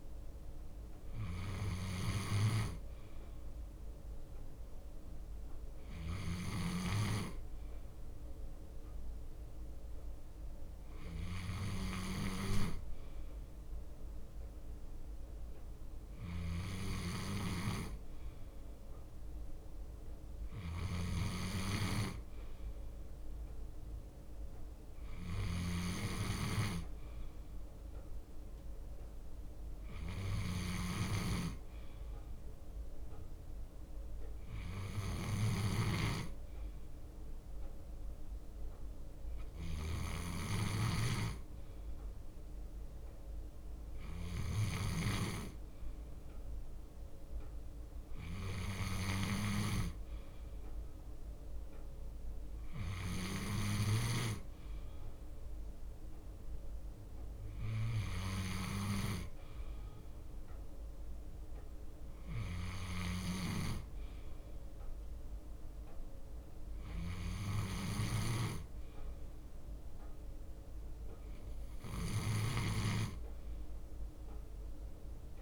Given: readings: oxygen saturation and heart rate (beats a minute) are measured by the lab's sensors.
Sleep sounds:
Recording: breathing in sleep by a room microphone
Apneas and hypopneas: none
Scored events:
0.00-1.50 s: leg movement (device-marked)
0.00-16.50 s: bradycardia (device-marked, heart rate 58 extreme)
2.50-5.50 s: leg movement (device-marked)
9.00-14.00 s: leg movement (device-marked)
20.00-22.00 s: long interval between heartbeats (device-marked, heart rate 59 before, 68 extreme)
23.50-33.50 s: bradycardia (device-marked, heart rate 59 before, 59 extreme)
34.50-38.50 s: bradycardia (device-marked, heart rate 58 before, 59 extreme)
37.00-41.00 s: leg movement (device-marked)
39.50-43.50 s: bradycardia (device-marked, heart rate 59 before, 59 extreme)
43.00-51.00 s: leg movement (device-marked)
44.50-46.50 s: bradycardia (device-marked, heart rate 59 before, 59 extreme)
53.50-60.50 s: bradycardia (device-marked, heart rate 59 before, 59 extreme)
57.00-60.50 s: leg movement (device-marked)
62.00-68.50 s: leg movement (device-marked)
62.50-75.42 s: bradycardia (device-marked, heart rate 59 before, 59 extreme)
From the record:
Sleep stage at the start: N2 (light sleep)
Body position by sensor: on the left side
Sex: male

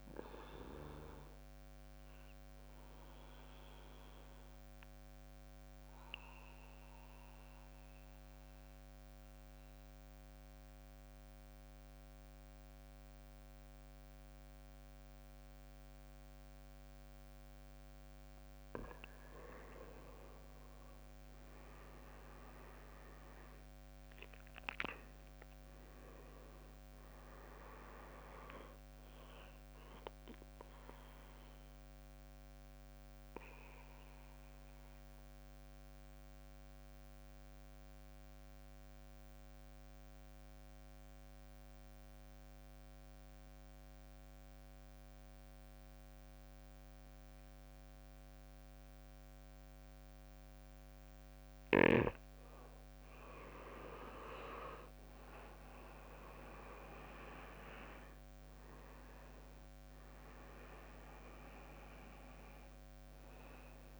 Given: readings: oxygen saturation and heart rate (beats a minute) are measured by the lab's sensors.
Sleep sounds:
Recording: breathing in sleep by a microphone on the trachea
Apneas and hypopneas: 2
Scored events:
0.00-12.00 s: oxygen desaturation (device-marked, oxygen 92% lowest, heart rate 53 extreme)
1.50-17.50 s: mixed apnea (oxygen 98% before, 90% lowest, heart rate 62 before, 52 extreme, up 17 after)
20.00-24.50 s: arousal
23.00-43.00 s: oxygen desaturation (device-marked, oxygen 98% before, 93% lowest, heart rate 57 before, 52 extreme)
31.50-51.50 s: mixed apnea (oxygen 98% before, 90% lowest, heart rate 64 before, 52 extreme, up 15 after)
53.50-57.50 s: arousal
54.00-55.00 s: leg movement (device-marked)
54.00-64.00 s: oxygen desaturation (device-marked, oxygen 98% before, 90% lowest, heart rate 56 before, 54 extreme)
55.00-64.00 s: drop in pulse transit time (device-marked, heart rate 57 before, 60 extreme)
From the record:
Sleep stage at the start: N2 (light sleep)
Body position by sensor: on the back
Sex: male

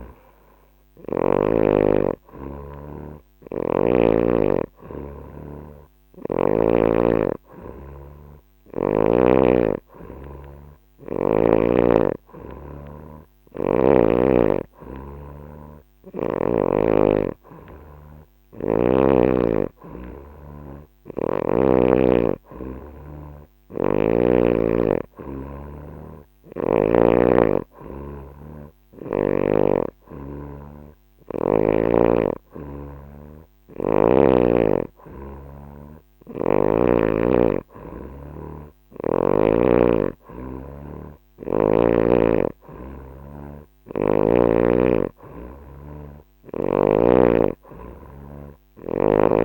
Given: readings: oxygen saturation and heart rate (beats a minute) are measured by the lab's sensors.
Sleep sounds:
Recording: breathing in sleep by a microphone on the trachea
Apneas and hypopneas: none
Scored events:
none scored
From the record:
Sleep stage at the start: N3 (deep sleep)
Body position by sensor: on the back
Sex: female

